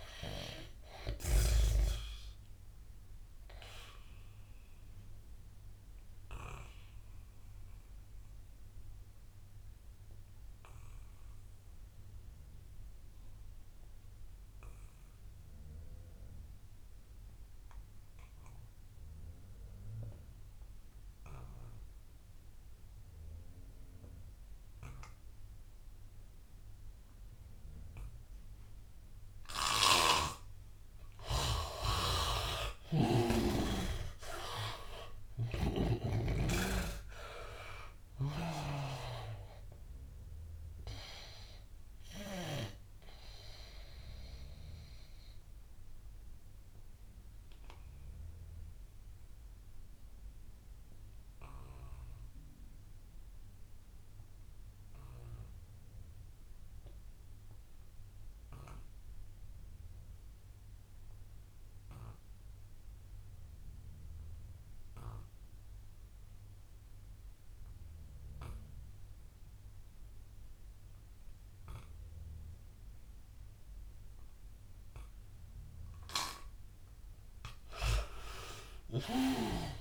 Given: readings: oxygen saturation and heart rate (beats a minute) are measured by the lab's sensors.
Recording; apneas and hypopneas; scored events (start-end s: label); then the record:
breathing in sleep by a room microphone; 2
0.00-1.50 s: snoring (device-marked)
0.00-14.00 s: oxygen desaturation (device-marked, oxygen 83% lowest, heart rate 81 extreme)
2.50-29.50 s: obstructive apnea (oxygen 99% before, 79% lowest, heart rate 91 before, 81 extreme, up 9 after)
23.00-60.00 s: oxygen desaturation (device-marked, oxygen 99% before, 80% lowest, heart rate 87 before, 82 extreme)
32.00-39.00 s: snoring (device-marked)
33.00-37.00 s: arousal
42.00-75.50 s: obstructive apnea (oxygen 99% before, 77% lowest, heart rate 90 before, 82 extreme, up 11 after)
66.00-79.81 s: oxygen desaturation (device-marked, oxygen 97% before, 77% lowest, heart rate 87 before, 81 extreme)
78.00-79.81 s: arousal
From the record:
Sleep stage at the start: N2 (light sleep); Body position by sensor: on the back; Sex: male